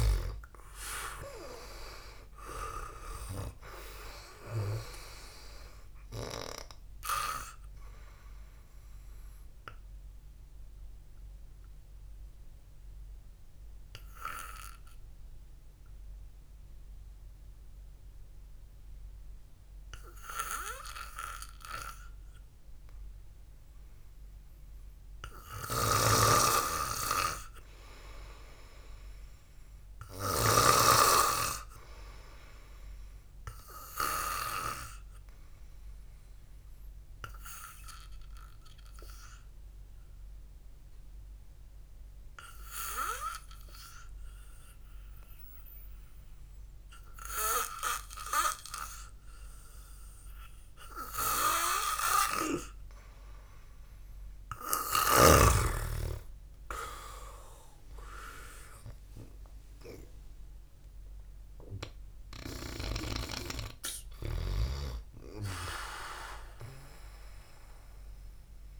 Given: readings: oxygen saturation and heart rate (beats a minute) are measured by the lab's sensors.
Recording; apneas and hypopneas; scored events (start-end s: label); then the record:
breathing in sleep by a room microphone; 2
0.00-2.00 s: arousal
10.50-25.00 s: obstructive apnea (oxygen 97% before, 92% lowest, heart rate 64 before, 55 extreme)
26.00-31.00 s: snoring (device-marked)
27.00-30.50 s: arousal
36.00-49.50 s: obstructive apnea (oxygen 97% before, 92% lowest, heart rate 62 before, 58 extreme, up 5 after)
52.50-56.00 s: arousal
From the record:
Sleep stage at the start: N2 (light sleep); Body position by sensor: on the back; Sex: male